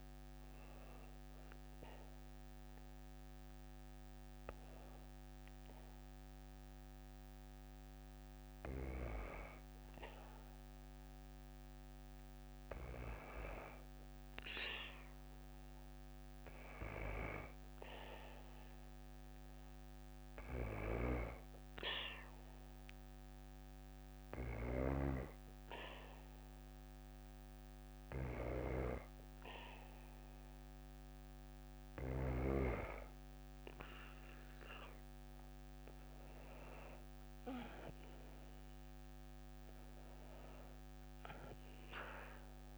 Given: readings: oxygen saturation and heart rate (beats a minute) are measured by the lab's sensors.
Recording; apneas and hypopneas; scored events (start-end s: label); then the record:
breathing in sleep by a microphone on the trachea; 1
18.50-30.00 s: hypopnea (oxygen 96% before, 92% lowest, heart rate 60 before, 61 extreme, up 1 after)
33.00-37.00 s: arousal
From the record:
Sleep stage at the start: N2 (light sleep); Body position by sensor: on the back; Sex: female